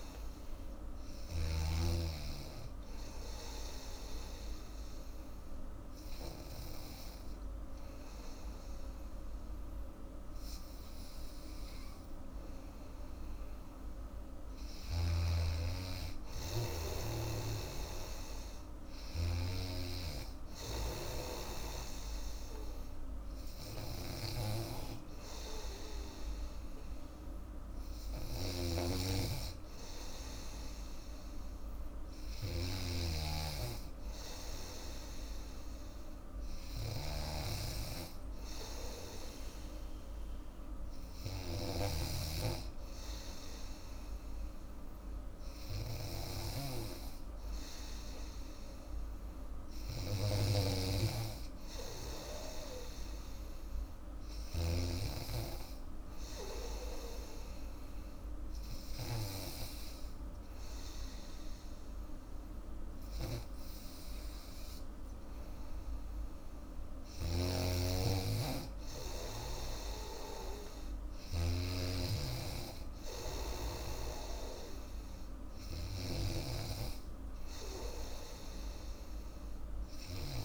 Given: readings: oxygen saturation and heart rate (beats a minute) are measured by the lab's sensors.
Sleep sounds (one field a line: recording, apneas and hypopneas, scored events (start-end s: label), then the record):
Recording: breathing in sleep by a room microphone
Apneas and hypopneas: 1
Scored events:
0.00-1.50 s: arousal
0.00-1.50 s: snoring (device-marked)
4.00-14.00 s: obstructive apnea (oxygen 98% before, 93% lowest, heart rate 85 before, 80 extreme, up 7 after)
15.50-19.00 s: arousal
18.50-28.50 s: oxygen desaturation (device-marked, oxygen 97% before, 93% lowest, heart rate 83 before, 84 extreme)
19.50-54.50 s: snoring (device-marked)
50.50-80.45 s: new sleep stage, N3 (deep sleep)
67.00-71.50 s: snoring (device-marked)
76.00-80.45 s: snoring (device-marked)
From the record:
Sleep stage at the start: N2 (light sleep)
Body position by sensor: on the back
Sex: female